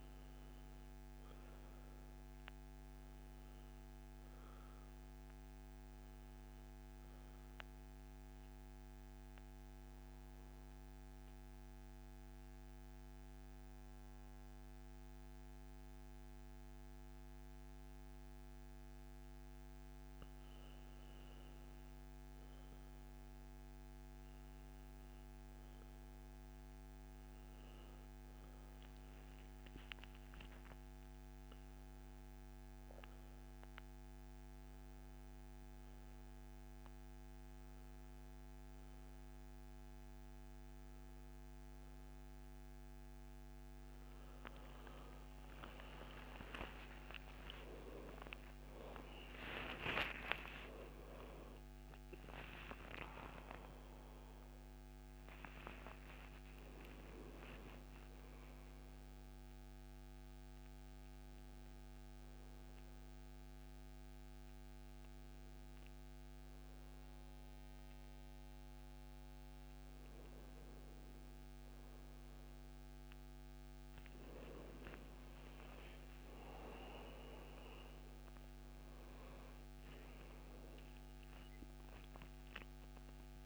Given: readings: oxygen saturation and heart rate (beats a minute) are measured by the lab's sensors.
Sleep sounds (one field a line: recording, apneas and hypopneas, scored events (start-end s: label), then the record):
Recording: breathing in sleep by a microphone on the trachea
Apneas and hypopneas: 1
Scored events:
0.00-13.00 s: oxygen desaturation (device-marked, oxygen 88% lowest, heart rate 61 extreme)
7.50-20.00 s: obstructive apnea (oxygen 98% before, 88% lowest, heart rate 67 before, 61 extreme, up 10 after)
22.50-25.50 s: arousal
27.00-37.00 s: oxygen desaturation (device-marked, oxygen 97% before, 93% lowest, heart rate 66 before, 75 extreme)
30.00-83.46 s: new sleep stage, N1 (lightest sleep)
49.50-54.50 s: arousal
From the record:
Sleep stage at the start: N2 (light sleep)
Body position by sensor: on the back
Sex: male